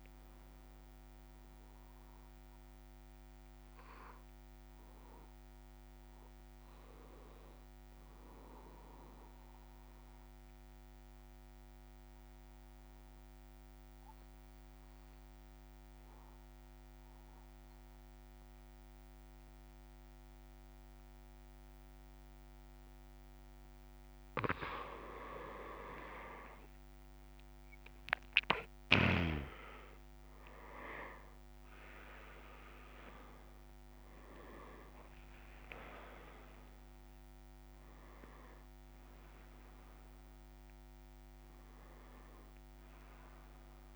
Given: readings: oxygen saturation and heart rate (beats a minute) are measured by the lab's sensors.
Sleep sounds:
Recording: breathing in sleep by a microphone on the trachea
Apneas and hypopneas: 1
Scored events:
9.50-23.50 s: obstructive apnea (oxygen 97% before, 93% lowest)
35.50-43.96 s: oxygen desaturation (device-marked, oxygen 99% before, 93% lowest)
From the record:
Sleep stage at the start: N2 (light sleep)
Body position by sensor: on the back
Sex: male

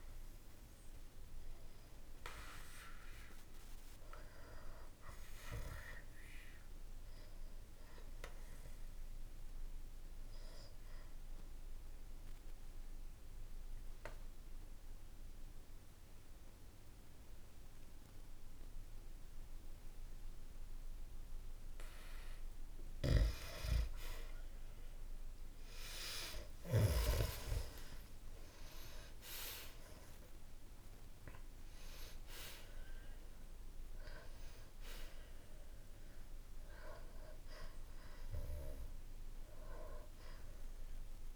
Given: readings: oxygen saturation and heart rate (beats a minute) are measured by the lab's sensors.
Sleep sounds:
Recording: breathing in sleep by a room microphone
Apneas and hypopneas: 1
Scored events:
2.50-15.50 s: oxygen desaturation (device-marked, oxygen 98% before, 92% lowest, heart rate 63 before, 60 extreme)
7.50-22.50 s: obstructive apnea (oxygen 98% before, 92% lowest, heart rate 64 before, 60 extreme, up 0 after)
26.50-31.00 s: arousal
33.50-41.36 s: oxygen desaturation (device-marked, oxygen 98% before, 93% lowest, heart rate 63 before, 60 extreme)
From the record:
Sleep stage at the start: N2 (light sleep)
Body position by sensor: on the back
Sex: male

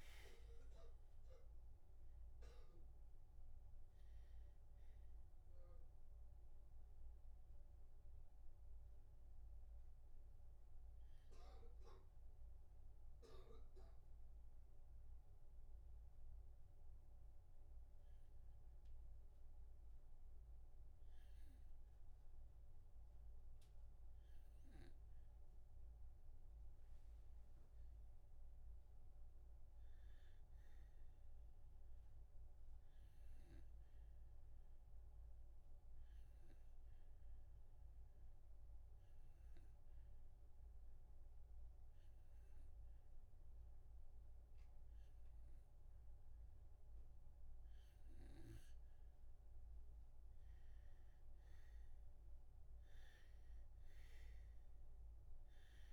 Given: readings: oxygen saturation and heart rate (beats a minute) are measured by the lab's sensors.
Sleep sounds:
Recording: breathing in sleep, hard to hear, by a room microphone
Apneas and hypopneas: 2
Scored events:
0.00-24.50 s: oxygen desaturation (device-marked, oxygen 74% lowest)
6.00-19.50 s: mixed apnea (oxygen 95% before, 74% lowest, heart rate 50 before, 66 extreme, up 1 after)
25.00-29.00 s: arousal
33.00-48.50 s: obstructive apnea (oxygen 100% before, 91% lowest, heart rate 69 before, 63 extreme, up 2 after)
50.50-55.50 s: arousal
54.50-55.93 s: oxygen desaturation (device-marked, oxygen 96% before, 91% lowest, heart rate 67 before, 29 extreme)
From the record:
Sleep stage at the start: REM sleep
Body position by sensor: on the back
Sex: male

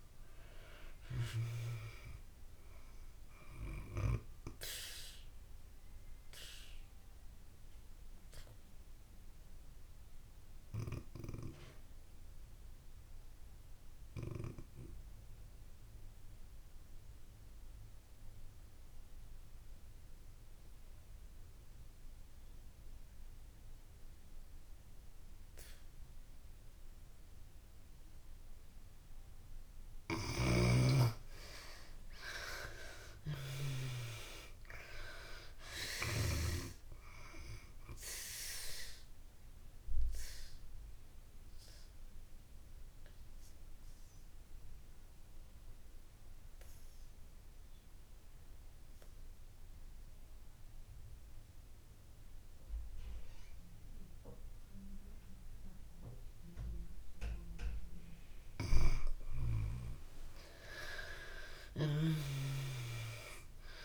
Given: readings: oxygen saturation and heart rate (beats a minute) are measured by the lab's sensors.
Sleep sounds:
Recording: breathing in sleep by a room microphone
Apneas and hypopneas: 2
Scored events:
0.00-25.00 s: oxygen desaturation (device-marked, oxygen 74% lowest)
5.00-30.00 s: obstructive apnea (oxygen 95% before, 73% lowest)
27.00-59.00 s: oxygen desaturation (device-marked, oxygen 97% before, 73% lowest)
32.00-35.50 s: arousal
39.50-57.50 s: obstructive apnea (oxygen 97% before, 73% lowest)
59.50-63.00 s: arousal
61.00-63.85 s: oxygen desaturation (device-marked, oxygen 97% before, 77% lowest)
From the record:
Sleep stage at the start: N2 (light sleep)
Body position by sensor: on the back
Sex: female

